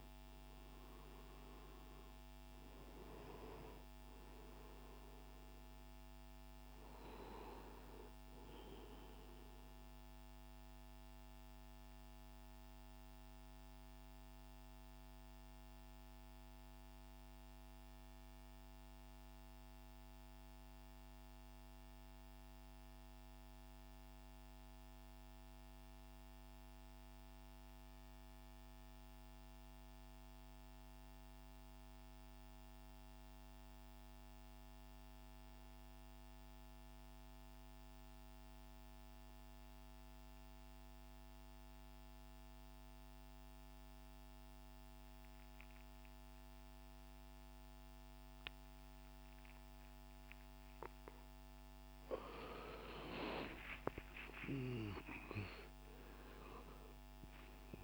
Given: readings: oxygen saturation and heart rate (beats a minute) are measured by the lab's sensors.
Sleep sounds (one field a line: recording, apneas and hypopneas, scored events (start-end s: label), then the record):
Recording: breathing in sleep by a microphone on the trachea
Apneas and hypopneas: 1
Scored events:
0.00-13.00 s: oxygen desaturation (device-marked, oxygen 91% lowest, heart rate 56 extreme)
8.50-51.00 s: mixed apnea (oxygen 97% before, 86% lowest, heart rate 71 before, 57 extreme, up 20 after)
37.00-57.84 s: oxygen desaturation (device-marked, oxygen 98% before, 86% lowest, heart rate 61 before, 56 extreme)
52.50-57.50 s: arousal
From the record:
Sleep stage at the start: N2 (light sleep)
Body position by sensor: on the right side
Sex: male